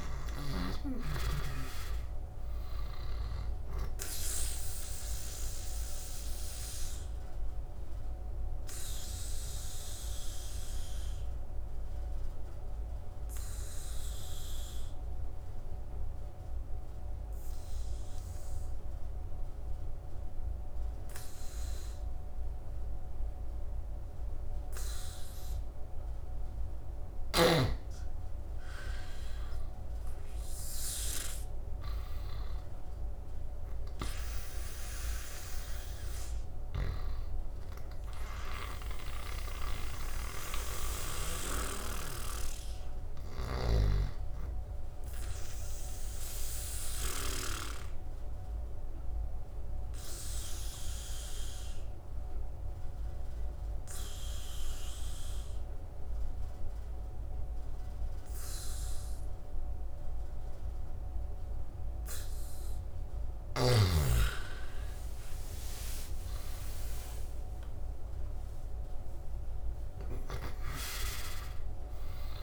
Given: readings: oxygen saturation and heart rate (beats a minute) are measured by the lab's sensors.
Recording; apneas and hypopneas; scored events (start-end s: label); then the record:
breathing in sleep by a room microphone; 2
0.00-20.50 s: oxygen desaturation (device-marked, oxygen 88% lowest, heart rate 74 extreme)
5.00-27.00 s: obstructive apnea (oxygen 99% before, 87% lowest, heart rate 79 before, 74 extreme, up 9 after)
28.00-31.50 s: arousal
28.50-52.50 s: oxygen desaturation (device-marked, oxygen 99% before, 87% lowest, heart rate 76 before, 69 extreme)
36.00-41.00 s: snoring (device-marked)
40.00-63.00 s: obstructive apnea (oxygen 99% before, 86% lowest, heart rate 78 before, 69 extreme, up 18 after)
43.00-47.00 s: snoring (device-marked)
64.50-67.50 s: arousal
67.50-72.43 s: oxygen desaturation (device-marked, oxygen 99% before, 88% lowest, heart rate 74 before, 70 extreme)
From the record:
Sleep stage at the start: N2 (light sleep); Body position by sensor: on the back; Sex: male